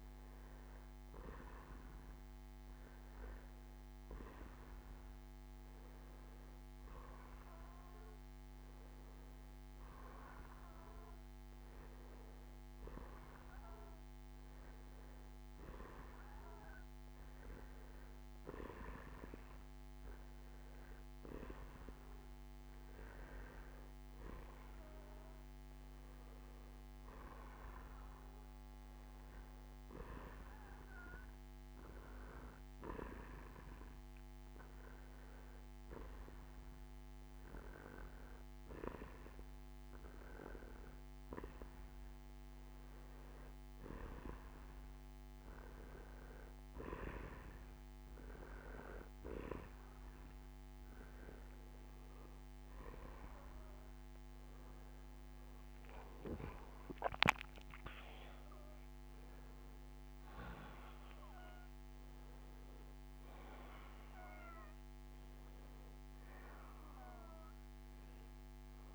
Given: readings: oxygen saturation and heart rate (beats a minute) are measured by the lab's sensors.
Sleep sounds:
breathing in sleep by a microphone on the trachea; 1
0.00-2.00 s: arousal
28.50-41.00 s: hypopnea (oxygen 94% before, 90% lowest, heart rate 71 before, 54 extreme, up 1 after)
45.50-48.50 s: bradycardia (device-marked, heart rate 70 before, 62 extreme)
63.00-68.00 s: arousal
From the record:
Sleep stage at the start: N2 (light sleep); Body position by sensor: on the back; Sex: male

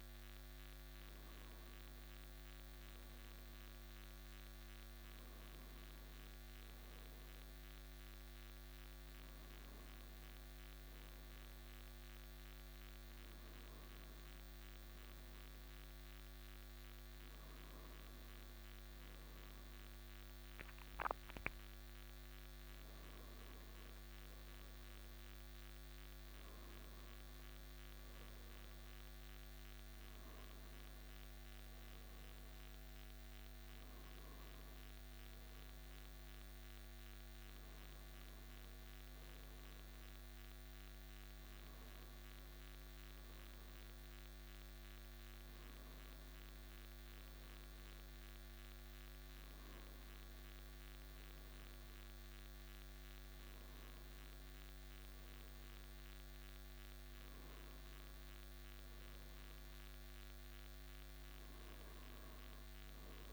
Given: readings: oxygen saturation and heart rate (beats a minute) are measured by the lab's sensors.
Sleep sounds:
breathing in sleep, hard to hear, by a microphone on the trachea; none
none scored
From the record:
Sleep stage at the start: N2 (light sleep); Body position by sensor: on the right side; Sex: male

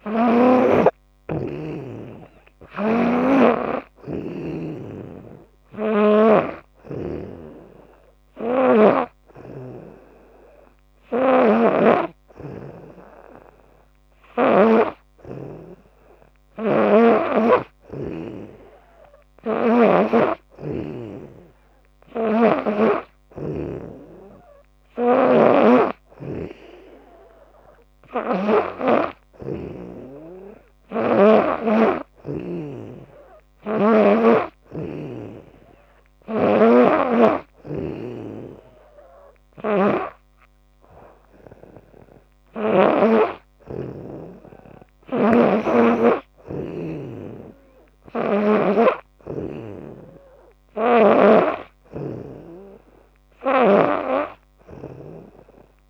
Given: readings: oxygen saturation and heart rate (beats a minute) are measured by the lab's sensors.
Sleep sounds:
breathing in sleep by a microphone on the trachea; none
2.50-6.00 s: snoring (device-marked)
8.00-14.50 s: snoring (device-marked)
19.00-22.50 s: snoring (device-marked)
24.50-31.00 s: snoring (device-marked)
33.00-42.50 s: snoring (device-marked)
44.50-51.00 s: snoring (device-marked)
From the record:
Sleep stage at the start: N3 (deep sleep); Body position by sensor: on the back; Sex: female

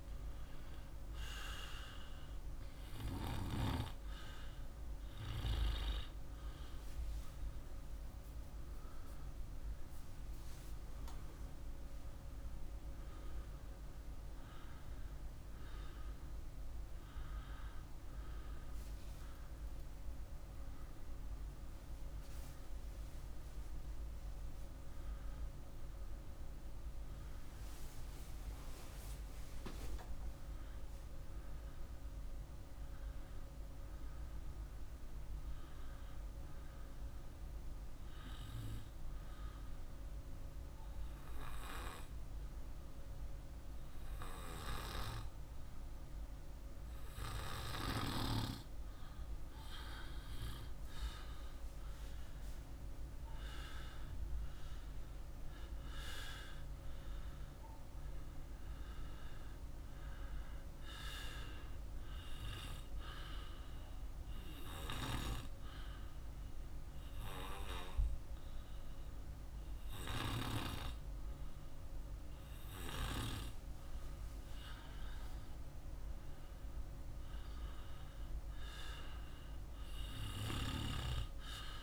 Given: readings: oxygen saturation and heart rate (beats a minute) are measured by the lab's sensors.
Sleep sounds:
breathing in sleep by a room microphone; 2
30.50-35.50 s: arousal
40.00-50.00 s: obstructive apnea (oxygen 97% before, 93% lowest, heart rate 57 before, 54 extreme, up 2 after)
52.50-56.50 s: arousal
56.00-71.00 s: oxygen desaturation (device-marked, oxygen 96% before, 93% lowest, heart rate 55 before, 55 extreme)
65.50-75.50 s: obstructive apnea (oxygen 97% before, 93% lowest, heart rate 55 before, 55 extreme, up 2 after)
76.50-80.50 s: arousal
From the record:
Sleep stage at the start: N2 (light sleep); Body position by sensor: on the back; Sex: male

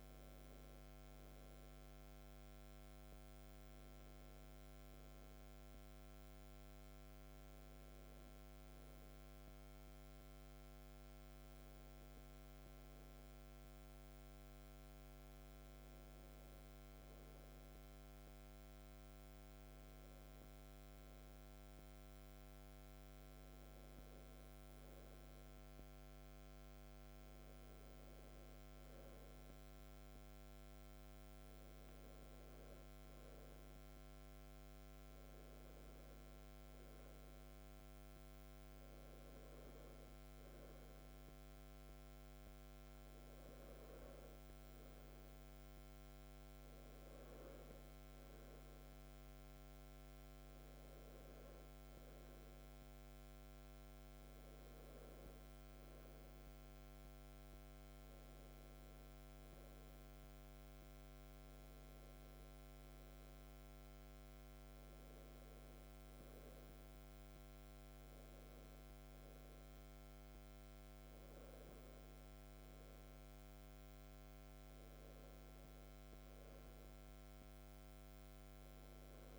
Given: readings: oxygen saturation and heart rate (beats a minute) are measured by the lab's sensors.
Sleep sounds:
breathing in sleep, hard to hear, by a microphone on the trachea; none
54.00-79.39 s: new sleep stage, REM sleep
From the record:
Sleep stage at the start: N1 (lightest sleep); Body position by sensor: on the back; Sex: male

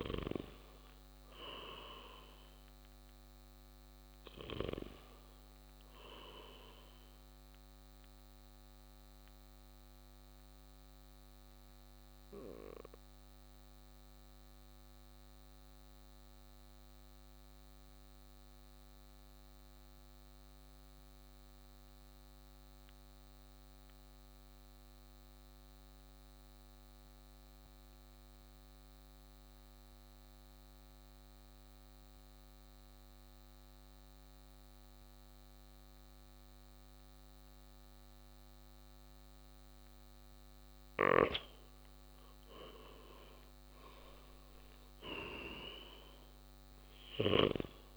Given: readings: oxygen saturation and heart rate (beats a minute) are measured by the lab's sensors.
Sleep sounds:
breathing in sleep by a microphone on the trachea; 1
0.00-20.00 s: oxygen desaturation (device-marked, oxygen 87% lowest, heart rate 56 extreme)
9.00-41.50 s: mixed apnea (oxygen 96% before, 87% lowest, heart rate 62 before, 56 extreme, up 6 after)
35.00-47.97 s: oxygen desaturation (device-marked, oxygen 99% before, 89% lowest, heart rate 59 before, 55 extreme)
43.00-47.97 s: arousal
From the record:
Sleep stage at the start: N2 (light sleep); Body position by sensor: on the right side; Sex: male

